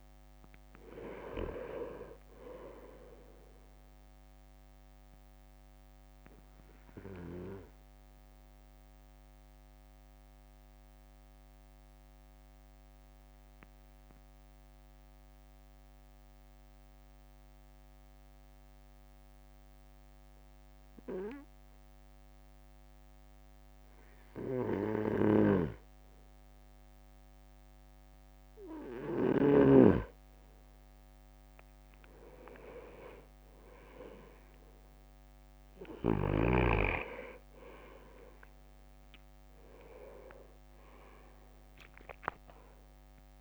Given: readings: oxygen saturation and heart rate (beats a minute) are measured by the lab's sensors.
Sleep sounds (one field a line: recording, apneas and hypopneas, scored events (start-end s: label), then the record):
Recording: breathing in sleep by a microphone on the trachea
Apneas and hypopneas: 1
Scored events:
0.00-6.00 s: drop in pulse transit time (device-marked, heart rate 55 extreme)
6.00-27.50 s: obstructive apnea (oxygen 99% before, 95% lowest, heart rate 57 before, 51 extreme, up 5 after)
33.00-34.00 s: leg movement (device-marked)
34.50-39.50 s: arousal
35.00-43.41 s: drop in pulse transit time (device-marked, heart rate 55 before, 54 extreme)
38.50-40.50 s: leg movement (device-marked)
From the record:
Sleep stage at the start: N2 (light sleep)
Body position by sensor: on the right side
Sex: male